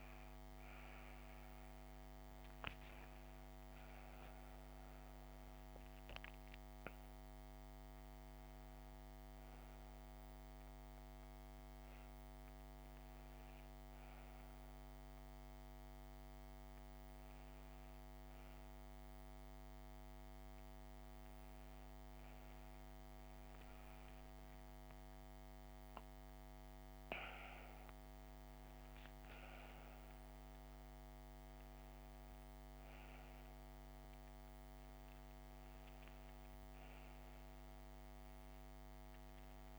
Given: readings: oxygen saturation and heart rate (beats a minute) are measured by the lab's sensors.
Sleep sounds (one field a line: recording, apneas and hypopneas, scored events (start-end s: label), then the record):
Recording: a person awake in a sleep study, hard to hear, by a microphone on the trachea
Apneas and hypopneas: none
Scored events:
none scored
From the record:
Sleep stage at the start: awake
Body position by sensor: on the back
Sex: female